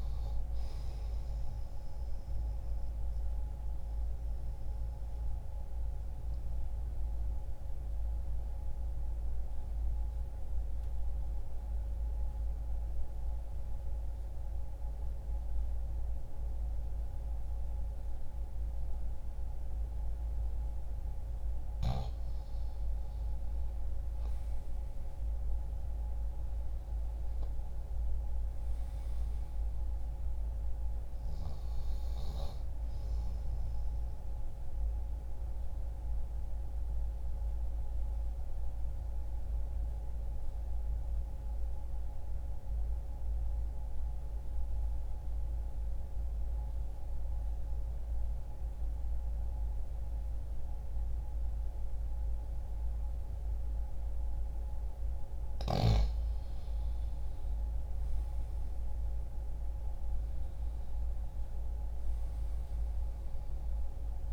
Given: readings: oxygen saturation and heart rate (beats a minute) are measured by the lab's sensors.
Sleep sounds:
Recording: breathing in sleep, hard to hear, by a room microphone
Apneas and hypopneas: 2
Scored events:
0.00-19.50 s: oxygen desaturation (device-marked, oxygen 84% lowest, heart rate 60 extreme)
2.00-21.00 s: central apnea (oxygen 93% before, 84% lowest, heart rate 60 before, 60 extreme, up 0 after)
23.00-27.00 s: arousal
31.50-50.50 s: oxygen desaturation (device-marked, oxygen 95% before, 86% lowest, heart rate 60 before, 60 extreme)
33.50-53.00 s: obstructive apnea (oxygen 95% before, 83% lowest, heart rate 60 before, 60 extreme, up 0 after)
55.50-60.00 s: arousal
From the record:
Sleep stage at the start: N2 (light sleep)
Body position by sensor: on the back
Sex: male

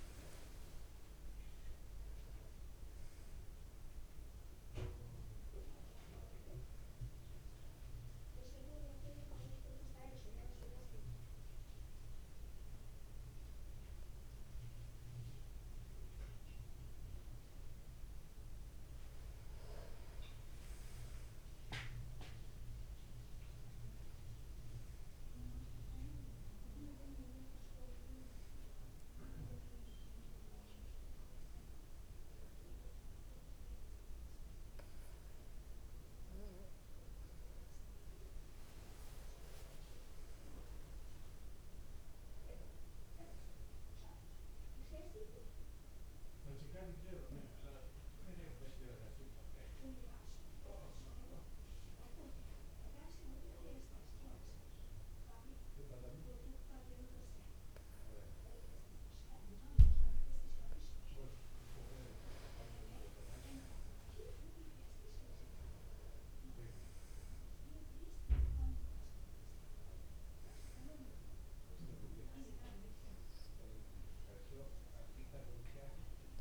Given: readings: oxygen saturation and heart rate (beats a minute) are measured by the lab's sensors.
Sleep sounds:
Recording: breathing in sleep by a room microphone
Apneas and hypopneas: 2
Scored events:
1.50-4.50 s: arousal
8.00-19.00 s: obstructive apnea (oxygen 96% before, 92% lowest)
23.00-26.50 s: arousal
28.00-42.00 s: oxygen desaturation (device-marked, oxygen 96% before, 93% lowest)
48.00-51.00 s: arousal
53.00-63.00 s: obstructive apnea (oxygen 96% before, 92% lowest)
62.00-72.00 s: tachycardia (device-marked, heart rate 58 before, 205 extreme)
67.00-76.41 s: oxygen desaturation (device-marked, oxygen 95% before, 92% lowest)
73.00-76.41 s: new sleep stage, awake
From the record:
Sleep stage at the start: N2 (light sleep)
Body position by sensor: on the back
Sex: male

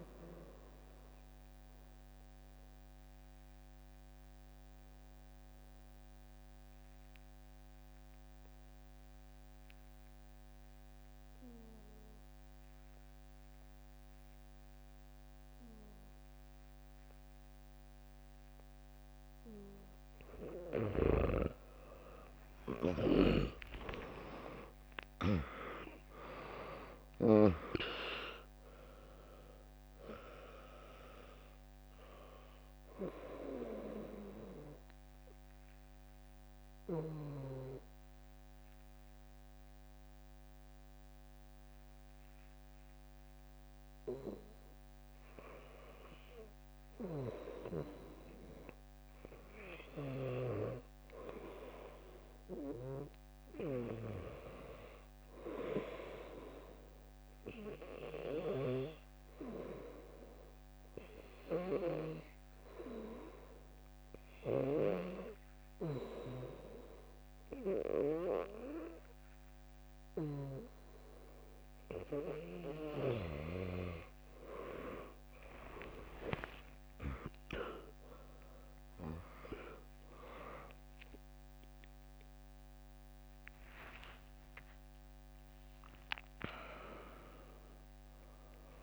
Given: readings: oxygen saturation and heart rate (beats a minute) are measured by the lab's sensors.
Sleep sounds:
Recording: breathing in sleep by a microphone on the trachea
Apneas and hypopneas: 3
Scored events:
0.00-8.00 s: oxygen desaturation (device-marked, oxygen 95% lowest, heart rate 58 extreme)
1.00-21.00 s: obstructive apnea (oxygen 100% before, 94% lowest, heart rate 71 before, 58 extreme, up 4 after)
19.00-22.00 s: bradycardia (device-marked, heart rate 76 before, 60 extreme)
21.50-26.50 s: arousal
23.00-45.00 s: oxygen desaturation (device-marked, oxygen 100% before, 94% lowest, heart rate 75 before, 59 extreme)
27.00-48.00 s: drop in pulse transit time (device-marked, heart rate 71 before, 65 extreme)
33.50-45.00 s: obstructive apnea (oxygen 100% before, 94% lowest, heart rate 68 before, 59 extreme)
51.50-55.50 s: arousal
59.50-71.50 s: hypopnea (oxygen 100% before, 95% lowest, heart rate 72 before, 62 extreme, up 3 after)
73.50-78.00 s: arousal
77.00-88.83 s: oxygen desaturation (device-marked, oxygen 98% before, 95% lowest, heart rate 63 before, 57 extreme)
78.00-88.83 s: drop in pulse transit time (device-marked, heart rate 63 before, 64 extreme)
From the record:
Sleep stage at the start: N2 (light sleep)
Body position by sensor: on the back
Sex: female

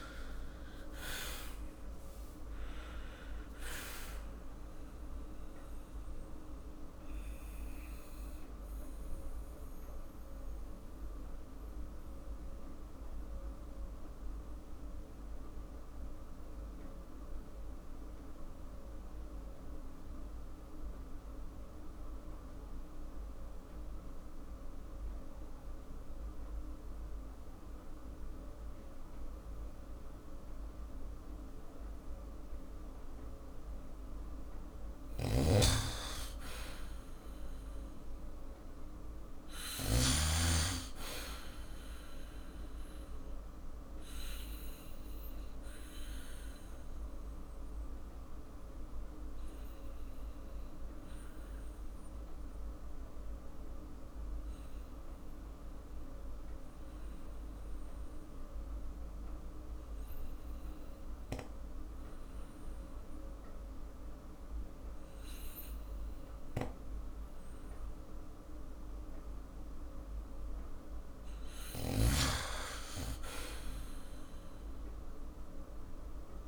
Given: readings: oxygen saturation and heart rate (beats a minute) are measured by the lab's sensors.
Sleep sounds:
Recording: breathing in sleep by a room microphone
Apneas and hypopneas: 2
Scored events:
0.00-4.00 s: arousal
6.00-33.00 s: obstructive apnea (oxygen 97% before, 90% lowest, heart rate 56 before, 46 extreme, up 7 after)
23.50-36.50 s: oxygen desaturation (device-marked, oxygen 96% before, 90% lowest, heart rate 52 before, 46 extreme)
35.00-38.50 s: arousal
35.00-40.00 s: snoring (device-marked)
43.50-70.50 s: obstructive apnea (oxygen 99% before, 91% lowest, heart rate 53 before, 46 extreme, up 9 after)
62.50-74.50 s: oxygen desaturation (device-marked, oxygen 97% before, 92% lowest, heart rate 51 before, 50 extreme)
71.50-76.48 s: snoring (device-marked)
73.50-76.48 s: arousal
From the record:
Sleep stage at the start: N2 (light sleep)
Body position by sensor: on the back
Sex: male

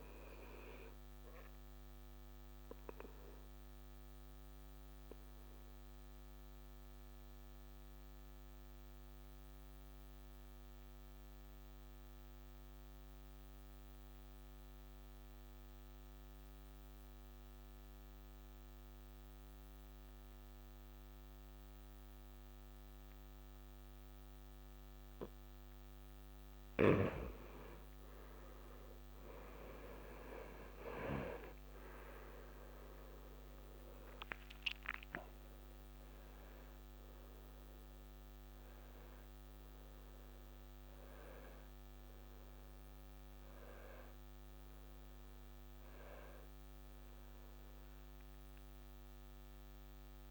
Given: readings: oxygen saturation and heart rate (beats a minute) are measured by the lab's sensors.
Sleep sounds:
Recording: breathing in sleep by a microphone on the trachea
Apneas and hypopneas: 1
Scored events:
0.00-11.00 s: oxygen desaturation (device-marked, oxygen 86% lowest, heart rate 65 extreme)
0.50-25.00 s: obstructive apnea (oxygen 97% before, 82% lowest, heart rate 69 before, 65 extreme, up 4 after)
21.00-50.31 s: oxygen desaturation (device-marked, oxygen 96% before, 82% lowest, heart rate 69 before, 64 extreme)
27.50-33.50 s: arousal
From the record:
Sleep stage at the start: N2 (light sleep)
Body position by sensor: on the back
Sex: male

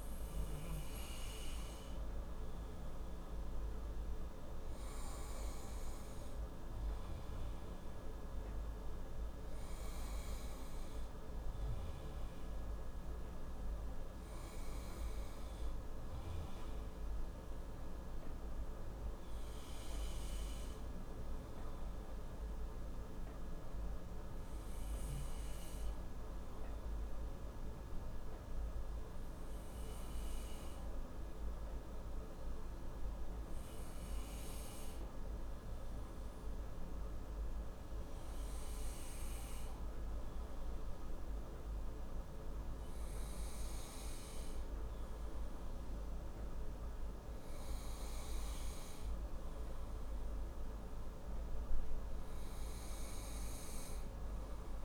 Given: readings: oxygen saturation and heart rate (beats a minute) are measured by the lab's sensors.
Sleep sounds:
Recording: breathing in sleep, hard to hear, by a room microphone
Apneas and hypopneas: none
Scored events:
40.50-54.85 s: new sleep stage, N2 (light sleep)
From the record:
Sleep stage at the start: N1 (lightest sleep)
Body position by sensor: on the right side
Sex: male

